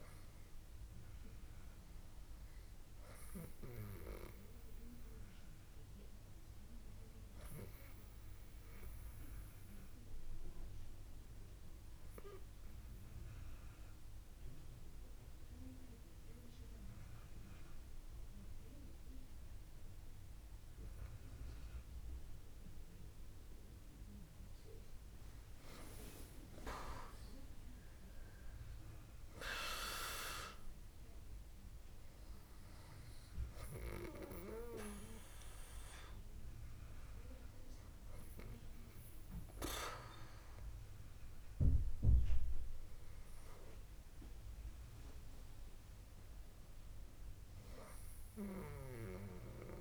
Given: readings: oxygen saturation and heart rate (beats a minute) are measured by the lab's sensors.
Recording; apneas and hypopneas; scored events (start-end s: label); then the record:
breathing in sleep by a room microphone; 1
0.00-1.50 s: arousal
12.00-23.00 s: obstructive apnea (oxygen 99% before, 96% lowest, heart rate 68 before, 65 extreme, up 6 after)
27.50-32.00 s: arousal
From the record:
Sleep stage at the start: N2 (light sleep); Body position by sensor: on the back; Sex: female